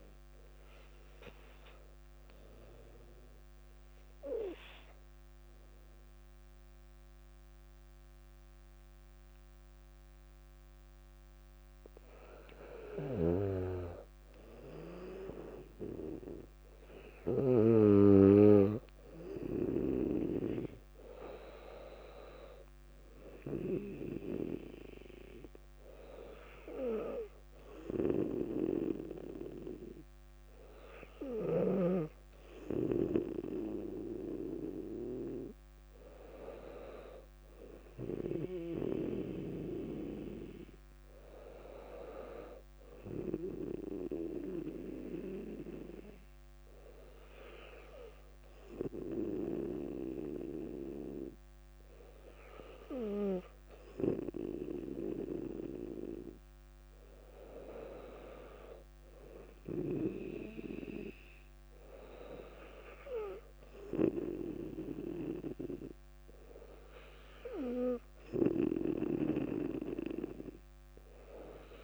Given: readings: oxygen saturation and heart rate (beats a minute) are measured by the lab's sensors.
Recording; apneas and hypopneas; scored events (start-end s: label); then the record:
breathing in sleep by a microphone on the trachea; 2
1.00-12.00 s: obstructive apnea (oxygen 99% before, 96% lowest, heart rate 59 before, 58 extreme, up 3 after)
18.00-22.50 s: arousal
42.00-57.50 s: hypopnea (oxygen 99% before, 97% lowest, heart rate 62 before, 59 extreme, up 2 after)
From the record:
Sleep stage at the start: N2 (light sleep); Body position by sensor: on the back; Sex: female